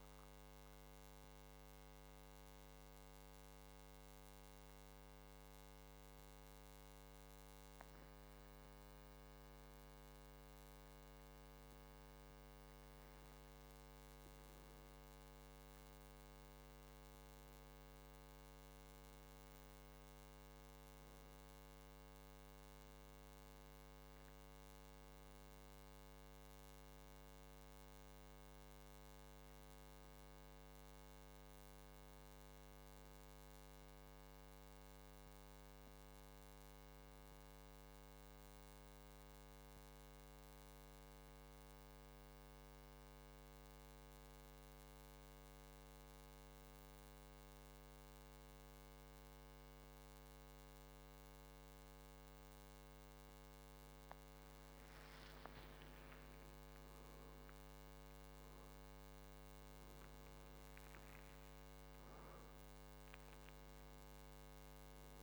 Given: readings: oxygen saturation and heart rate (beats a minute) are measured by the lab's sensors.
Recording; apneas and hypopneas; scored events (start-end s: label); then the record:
breathing in sleep, hard to hear, by a microphone on the trachea; 1
37.00-49.00 s: hypopnea (oxygen 98% before, 96% lowest, heart rate 56 before, 47 extreme, up 30 after)
52.00-56.50 s: arousal
From the record:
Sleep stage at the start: N1 (lightest sleep); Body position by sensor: on the back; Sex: male